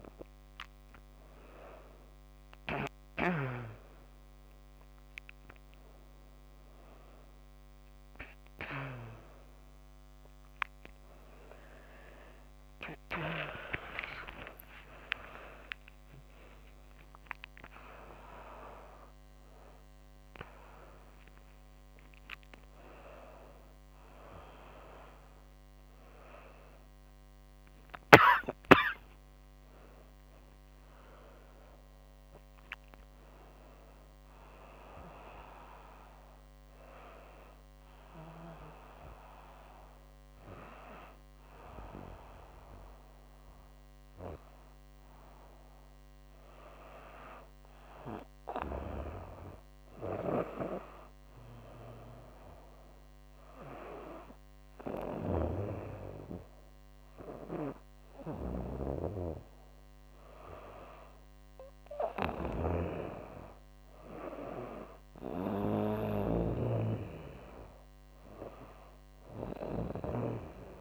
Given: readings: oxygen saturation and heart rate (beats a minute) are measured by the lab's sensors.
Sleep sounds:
a person partly awake in a sleep study, by a microphone on the trachea; none
0.00-8.50 s: tachycardia (device-marked, heart rate 140 extreme)
10.50-24.50 s: tachycardia (device-marked, heart rate 83 before, 153 extreme)
13.00-15.00 s: long interval between heartbeats (device-marked, heart rate 105 before, 100 extreme)
17.00-19.00 s: long interval between heartbeats (device-marked, heart rate 108 before, 152 extreme)
29.50-59.50 s: new sleep stage, N1 (lightest sleep)
30.50-32.50 s: tachycardia (device-marked, heart rate 85 before, 98 extreme)
49.00-70.81 s: snoring (device-marked)
59.50-70.81 s: new sleep stage, N2 (light sleep)
From the record:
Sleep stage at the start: awake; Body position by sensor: on the back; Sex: female

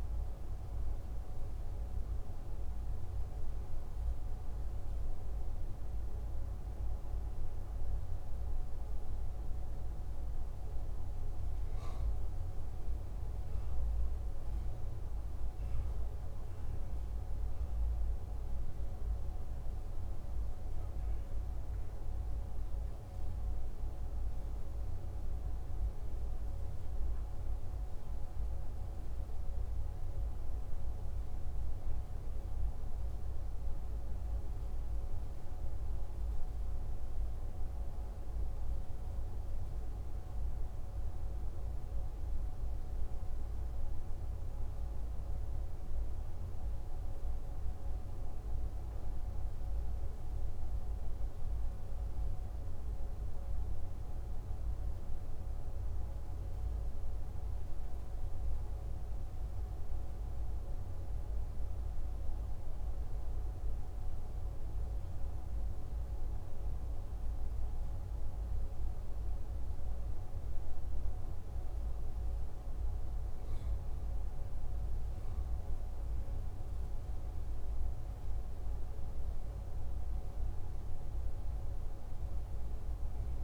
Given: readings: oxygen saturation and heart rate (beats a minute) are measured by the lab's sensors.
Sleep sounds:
breathing in sleep, hard to hear, by a room microphone; none
none scored
From the record:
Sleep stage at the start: N2 (light sleep); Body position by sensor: on the back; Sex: male

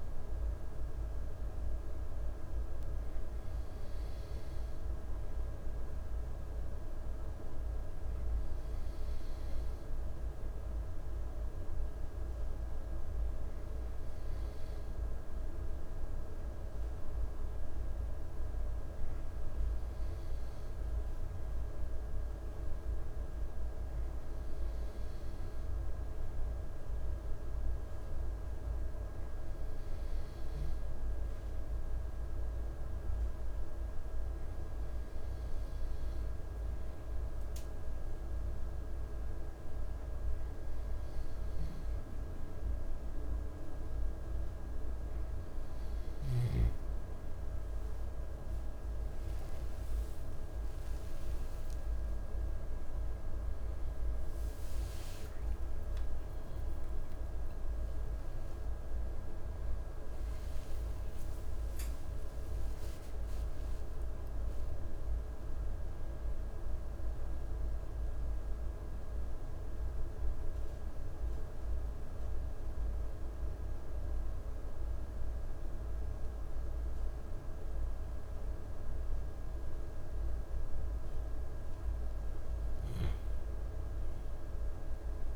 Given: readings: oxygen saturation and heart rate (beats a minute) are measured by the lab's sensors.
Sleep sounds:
breathing in sleep, hard to hear, by a room microphone; none
50.00-56.00 s: arousal
From the record:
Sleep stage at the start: N2 (light sleep); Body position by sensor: on the back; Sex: male

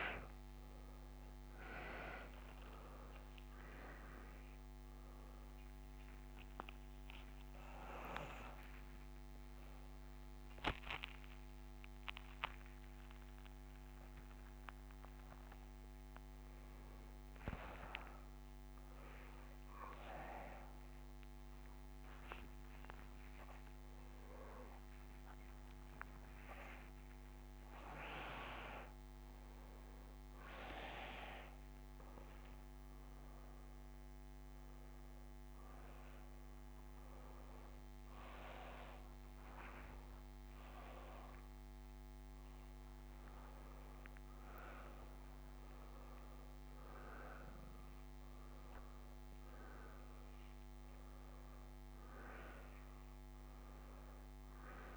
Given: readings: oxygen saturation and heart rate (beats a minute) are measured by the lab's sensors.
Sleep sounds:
a person awake in a sleep study, by a microphone on the trachea; none
31.50-54.97 s: new sleep stage, N2 (light sleep)
33.50-49.50 s: oxygen desaturation (device-marked, oxygen 96% before, 92% lowest, heart rate 100 before, 62 extreme)
From the record:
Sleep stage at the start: awake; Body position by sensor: upright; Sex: male

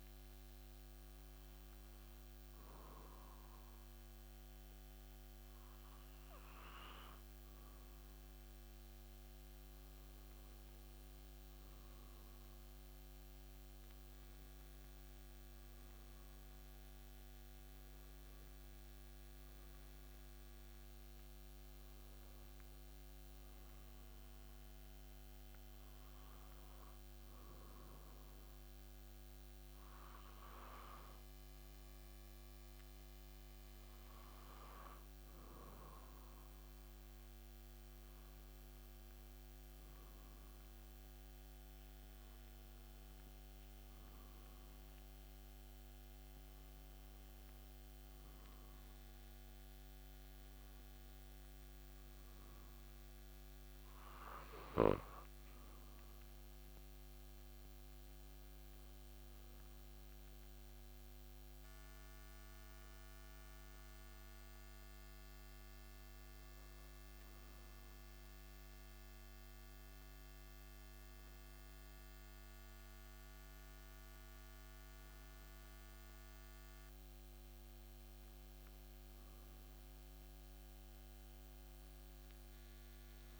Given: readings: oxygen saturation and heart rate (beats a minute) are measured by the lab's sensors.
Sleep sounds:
breathing in sleep, hard to hear, by a microphone on the trachea; none
none scored
From the record:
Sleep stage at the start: N2 (light sleep); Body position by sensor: on the back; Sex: male

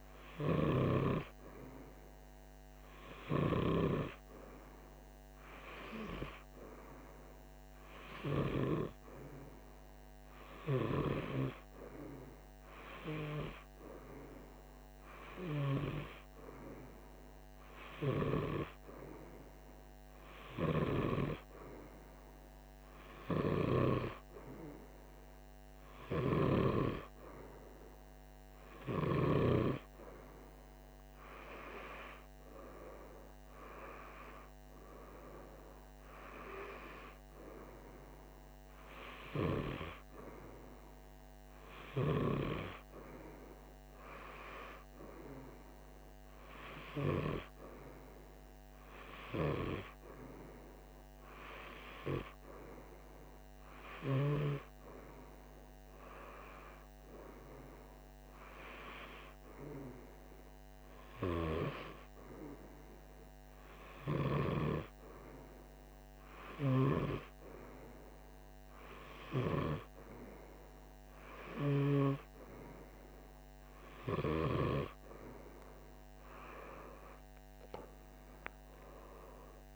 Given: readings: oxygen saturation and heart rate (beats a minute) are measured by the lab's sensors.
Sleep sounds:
breathing in sleep by a microphone on the trachea; none
none scored
From the record:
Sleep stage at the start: N2 (light sleep); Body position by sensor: on the right side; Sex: male

